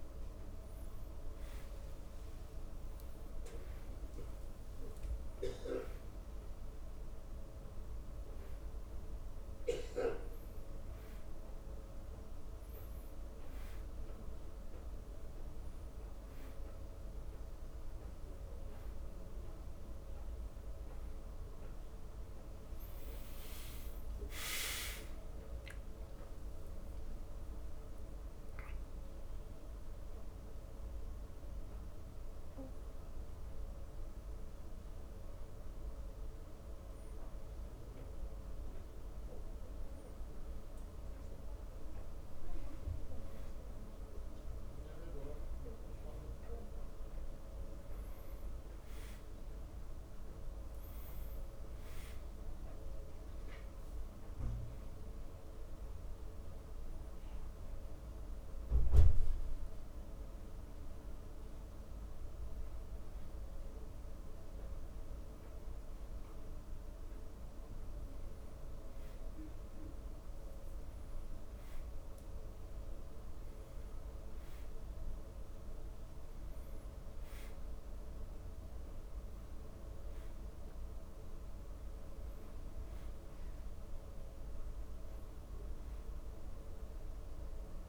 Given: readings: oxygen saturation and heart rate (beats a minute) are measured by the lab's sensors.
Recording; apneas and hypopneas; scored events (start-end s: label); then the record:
a person partly awake in a sleep study, hard to hear, by a room microphone; none
30.00-87.89 s: new sleep stage, N1 (lightest sleep)
From the record:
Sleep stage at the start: awake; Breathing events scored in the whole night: 401 in 5.4 hours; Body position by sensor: on the back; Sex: male